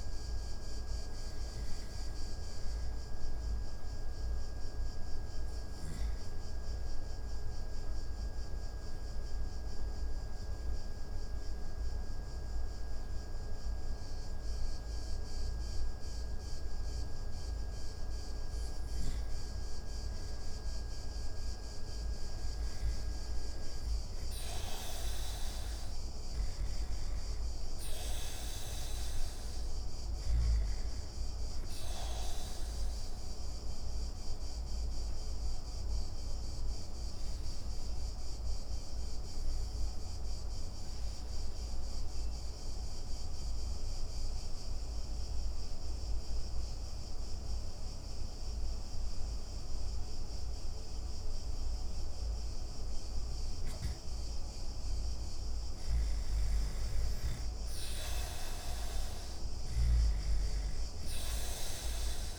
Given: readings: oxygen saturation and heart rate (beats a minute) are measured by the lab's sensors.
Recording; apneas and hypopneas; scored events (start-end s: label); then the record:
breathing in sleep, hard to hear, by a room microphone; 2
0.00-14.50 s: oxygen desaturation (device-marked, oxygen 89% lowest)
7.00-17.50 s: obstructive apnea (oxygen 98% before, 89% lowest)
20.50-24.00 s: arousal
32.50-47.50 s: oxygen desaturation (device-marked, oxygen 96% before, 90% lowest)
33.00-52.50 s: obstructive apnea (oxygen 96% before, 87% lowest)
55.50-59.50 s: arousal
57.50-62.39 s: oxygen desaturation (device-marked, oxygen 97% before, 90% lowest)
From the record:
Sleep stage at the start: N2 (light sleep); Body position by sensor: on the back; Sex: male